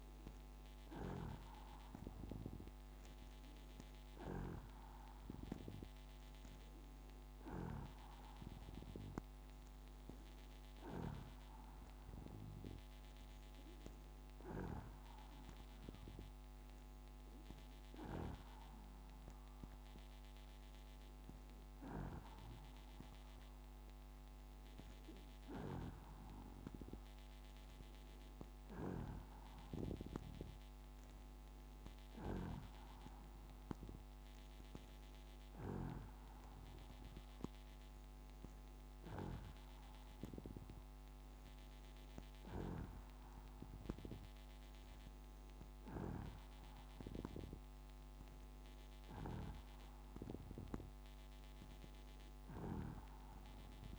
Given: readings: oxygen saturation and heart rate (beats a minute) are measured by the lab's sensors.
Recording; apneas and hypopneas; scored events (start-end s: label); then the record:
a person awake in a sleep study, by a microphone on the trachea; none
30.00-53.99 s: new sleep stage, N2 (light sleep)
From the record:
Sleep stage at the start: awake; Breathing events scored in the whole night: 25 in 6.3 hours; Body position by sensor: on the back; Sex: female